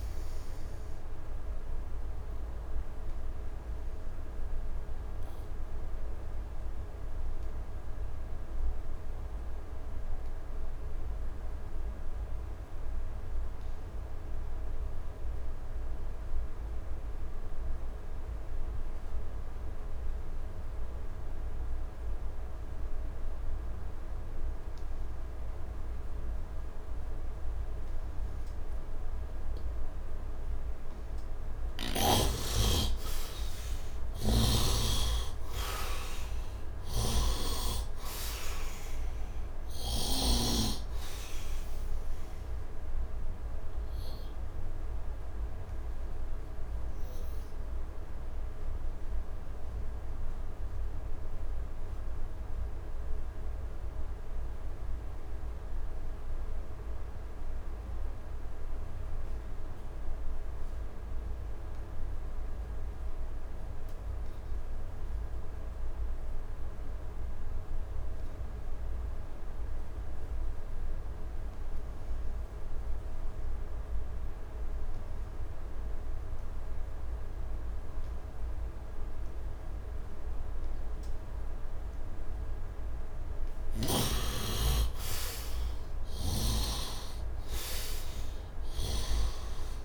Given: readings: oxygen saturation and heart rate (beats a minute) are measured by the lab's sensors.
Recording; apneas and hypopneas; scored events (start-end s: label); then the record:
breathing in sleep by a room microphone; 2
0.00-18.50 s: oxygen desaturation (device-marked, oxygen 71% lowest, heart rate 66 extreme)
1.00-31.00 s: obstructive apnea (oxygen 100% before, 70% lowest, heart rate 78 before, 66 extreme, up 13 after)
20.50-58.50 s: oxygen desaturation (device-marked, oxygen 100% before, 70% lowest, heart rate 72 before, 69 extreme)
32.50-38.00 s: arousal
36.50-40.00 s: snoring (device-marked)
43.50-83.00 s: obstructive apnea (oxygen 100% before, 64% lowest, heart rate 81 before, 63 extreme, up 8 after)
64.50-89.85 s: oxygen desaturation (device-marked, oxygen 100% before, 64% lowest, heart rate 72 before, 63 extreme)
84.50-87.50 s: arousal
From the record:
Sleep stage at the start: N2 (light sleep); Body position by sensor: on the right side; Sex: male